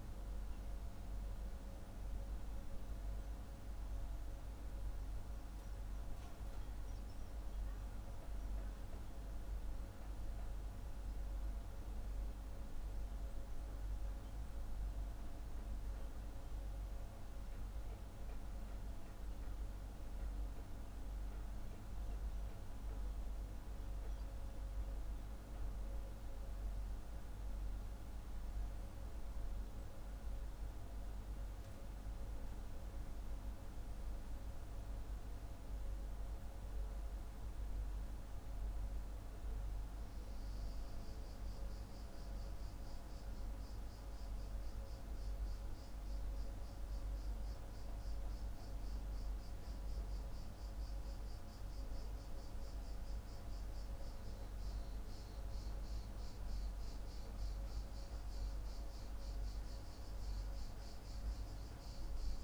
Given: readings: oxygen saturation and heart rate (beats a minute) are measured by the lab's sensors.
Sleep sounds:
breathing in sleep, hard to hear, by a room microphone; none
30.00-62.44 s: new sleep stage, N2 (light sleep)
From the record:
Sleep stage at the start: N3 (deep sleep); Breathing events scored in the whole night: 78 in 6.0 hours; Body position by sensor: on the back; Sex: male

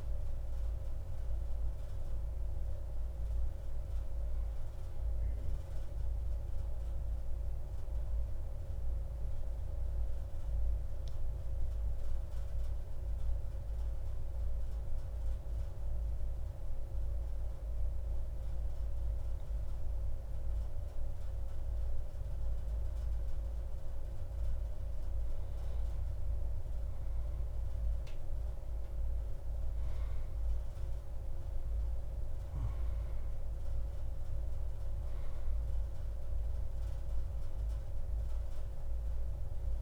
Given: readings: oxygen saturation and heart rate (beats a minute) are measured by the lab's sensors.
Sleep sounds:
breathing in sleep, hard to hear, by a room microphone; 1
11.00-24.50 s: central apnea (oxygen 96% before, 92% lowest)
16.00-39.82 s: new sleep stage, N2 (light sleep)
29.00-33.50 s: arousal
31.00-39.82 s: oxygen desaturation (device-marked, oxygen 95% before, 92% lowest)
From the record:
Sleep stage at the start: N1 (lightest sleep); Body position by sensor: on the back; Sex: male

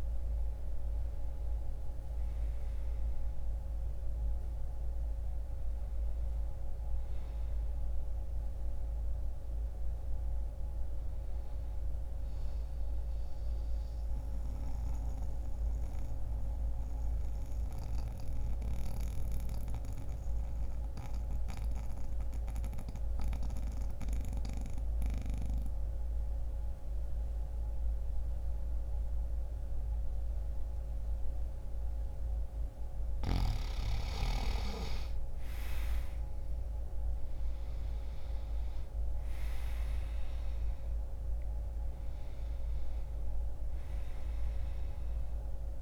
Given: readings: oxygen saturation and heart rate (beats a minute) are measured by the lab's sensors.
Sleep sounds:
breathing in sleep by a room microphone; 1
0.00-25.00 s: oxygen desaturation (device-marked, oxygen 89% lowest, heart rate 36 extreme)
10.00-45.82 s: new sleep stage, N2 (light sleep)
13.00-32.50 s: mixed apnea (oxygen 96% before, 86% lowest, heart rate 64 before, 36 extreme)
34.00-45.82 s: oxygen desaturation (device-marked, oxygen 96% before, 86% lowest, heart rate 66 before, 39 extreme)
34.50-39.00 s: arousal
From the record:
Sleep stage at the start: N1 (lightest sleep); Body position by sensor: on the back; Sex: male

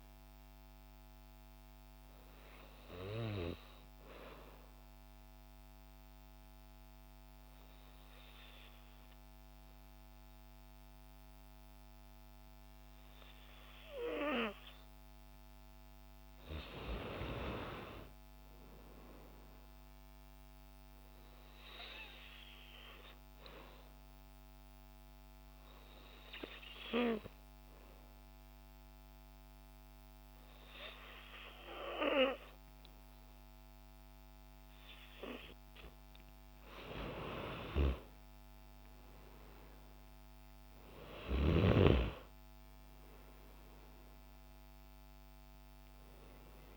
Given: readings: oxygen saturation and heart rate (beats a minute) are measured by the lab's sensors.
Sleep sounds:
breathing in sleep by a microphone on the trachea; 2
0.00-19.00 s: oxygen desaturation (device-marked, oxygen 97% before, 94% lowest, heart rate 57 before, 57 extreme)
4.00-14.00 s: obstructive apnea (oxygen 97% before, 92% lowest, heart rate 59 before, 57 extreme, up 7 after)
16.00-19.00 s: arousal
21.00-40.00 s: oxygen desaturation (device-marked, oxygen 97% before, 93% lowest, heart rate 83 before, 54 extreme)
21.50-33.50 s: obstructive apnea (oxygen 97% before, 92% lowest, heart rate 83 before, 62 extreme, up 42 after)
36.00-40.00 s: arousal
From the record:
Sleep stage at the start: N2 (light sleep); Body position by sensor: on the back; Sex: female

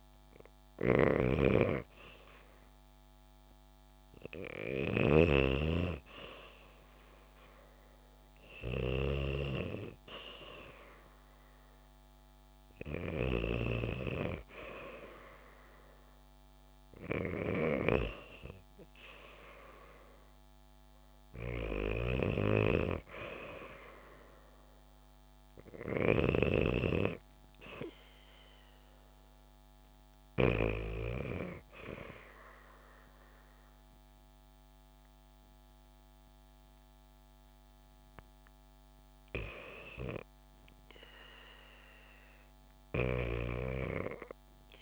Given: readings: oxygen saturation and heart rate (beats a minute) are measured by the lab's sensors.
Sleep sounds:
breathing in sleep by a microphone on the trachea; none
5.00-13.50 s: snoring (device-marked)
11.50-44.82 s: new sleep stage, REM sleep
43.00-44.82 s: snoring (device-marked)
From the record:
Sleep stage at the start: N2 (light sleep); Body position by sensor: on the back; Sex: female

